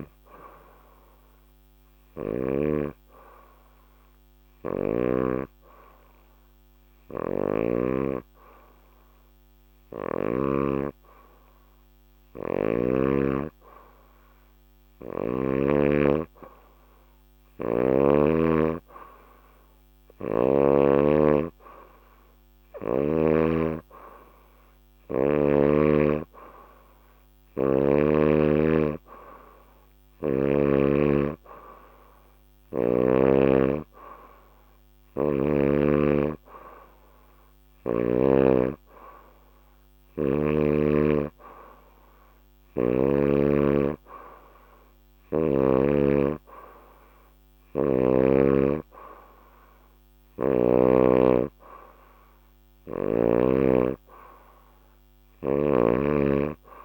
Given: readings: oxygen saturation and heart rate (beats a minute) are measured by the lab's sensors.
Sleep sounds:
breathing in sleep by a microphone on the trachea; 1
0.00-2.50 s: snoring (device-marked)
0.50-7.50 s: oxygen desaturation (device-marked, oxygen 98% before, 95% lowest, heart rate 71 before, 68 extreme)
3.00-15.00 s: hypopnea (oxygen 98% before, 92% lowest, heart rate 70 before, 68 extreme, up 1 after)
7.00-10.50 s: snoring (device-marked)
17.50-20.50 s: arousal
19.50-39.50 s: oxygen desaturation (device-marked, oxygen 97% before, 92% lowest, heart rate 70 before, 72 extreme)
From the record:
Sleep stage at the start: N2 (light sleep); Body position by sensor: on the back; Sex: female

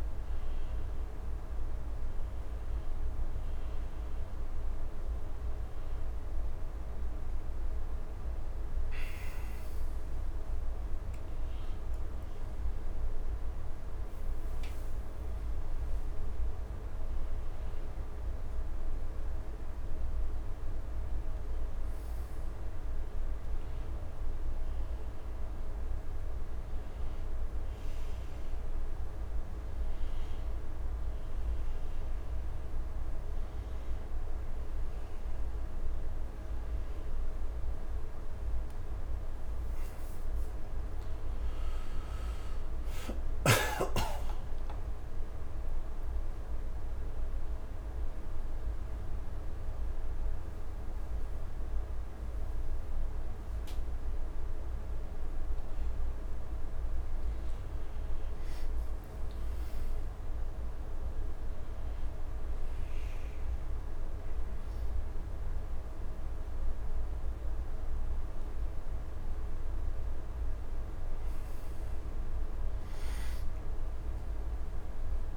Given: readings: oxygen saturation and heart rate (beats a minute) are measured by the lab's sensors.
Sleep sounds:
breathing in sleep, hard to hear, by a room microphone; 1
40.50-44.00 s: arousal
45.00-55.50 s: central apnea (oxygen 96% before, 93% lowest, heart rate 79 before, 76 extreme, up 3 after)
57.50-60.00 s: arousal
61.50-75.37 s: new sleep stage, N2 (light sleep)
From the record:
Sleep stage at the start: N1 (lightest sleep); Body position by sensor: on the right side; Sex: male

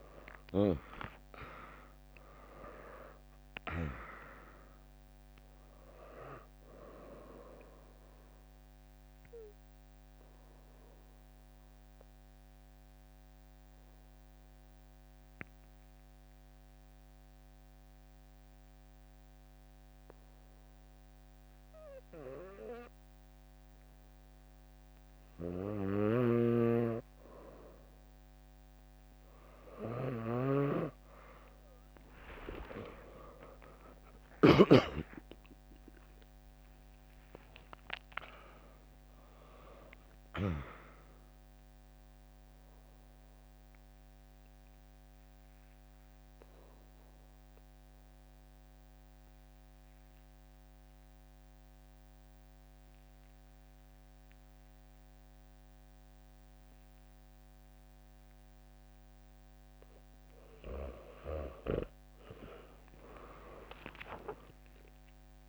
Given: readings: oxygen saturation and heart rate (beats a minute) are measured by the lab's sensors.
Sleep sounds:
breathing in sleep by a microphone on the trachea; 2
0.00-2.00 s: arousal
2.00-19.00 s: drop in pulse transit time (device-marked, heart rate 72 before, 60 extreme)
9.00-25.50 s: mixed apnea (oxygen 100% before, 94% lowest, heart rate 67 before, 55 extreme, up 2 after)
20.00-31.00 s: bradycardia (device-marked, heart rate 75 before, 56 extreme)
26.00-34.50 s: snoring (device-marked)
32.00-37.00 s: arousal
33.00-51.00 s: oxygen desaturation (device-marked, oxygen 100% before, 94% lowest, heart rate 66 before, 57 extreme)
35.00-49.00 s: drop in pulse transit time (device-marked, heart rate 64 before, 64 extreme)
42.50-59.50 s: obstructive apnea (oxygen 100% before, 94% lowest, heart rate 66 before, 57 extreme, up 14 after)
57.00-59.00 s: bradycardia (device-marked, heart rate 74 before, 64 extreme)
62.50-65.49 s: arousal
64.00-65.49 s: long interval between heartbeats (device-marked, heart rate 74 before, 70 extreme)
From the record:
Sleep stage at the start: N2 (light sleep); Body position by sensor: on the back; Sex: female

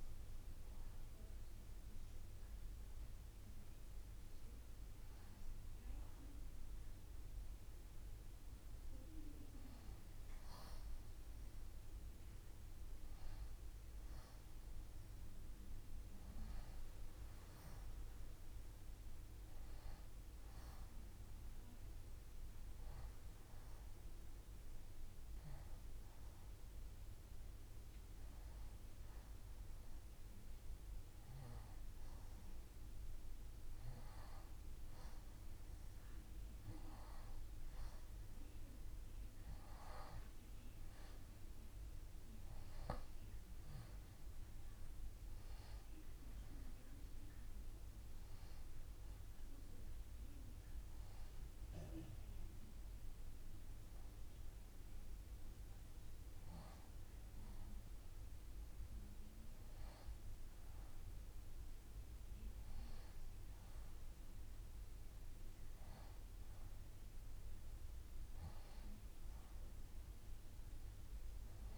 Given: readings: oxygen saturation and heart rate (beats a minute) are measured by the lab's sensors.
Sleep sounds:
breathing in sleep, hard to hear, by a room microphone; none
45.00-59.00 s: oxygen desaturation (device-marked, oxygen 93% before, 90% lowest, heart rate 71 before, 70 extreme)
From the record:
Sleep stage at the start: N2 (light sleep); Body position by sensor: on the left side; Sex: female

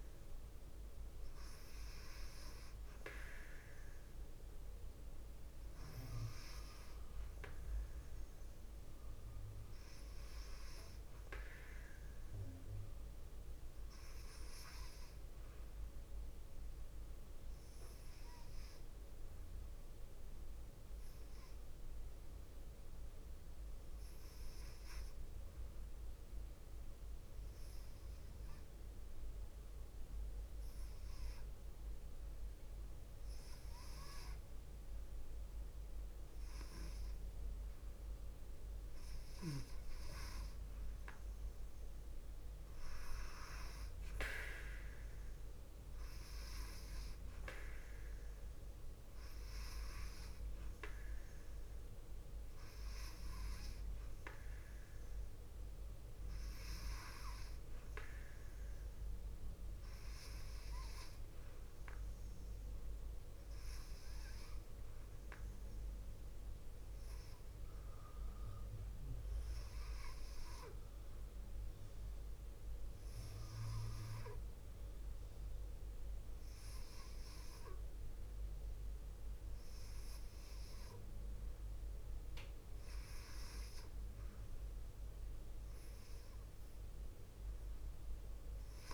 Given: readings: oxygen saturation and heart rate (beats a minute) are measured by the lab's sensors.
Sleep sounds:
breathing in sleep by a room microphone; 2
26.50-38.00 s: hypopnea (oxygen 97% before, 92% lowest, heart rate 54 before, 54 extreme, up 2 after)
40.50-44.00 s: arousal
50.00-70.00 s: oxygen desaturation (device-marked, oxygen 97% before, 92% lowest, heart rate 56 before, 52 extreme)
71.50-83.00 s: hypopnea (oxygen 97% before, 93% lowest, heart rate 56 before, 52 extreme, up 1 after)
86.50-88.94 s: arousal
From the record:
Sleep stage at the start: N2 (light sleep); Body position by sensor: on the left side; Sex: female

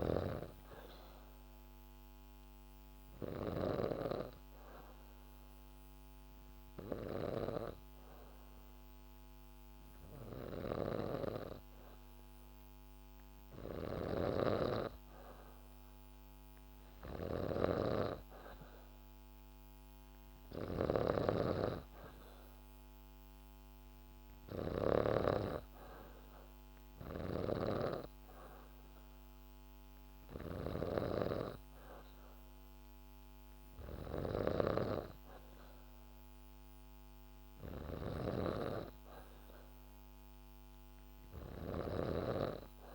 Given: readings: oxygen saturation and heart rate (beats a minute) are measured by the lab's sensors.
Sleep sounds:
breathing in sleep by a microphone on the trachea; 1
0.00-24.50 s: snoring (device-marked)
3.50-14.00 s: obstructive apnea (oxygen 97% before, 92% lowest, heart rate 71 before, 71 extreme, up 2 after)
18.50-21.50 s: arousal
26.50-42.95 s: snoring (device-marked)
From the record:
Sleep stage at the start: N3 (deep sleep); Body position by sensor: on the back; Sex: female

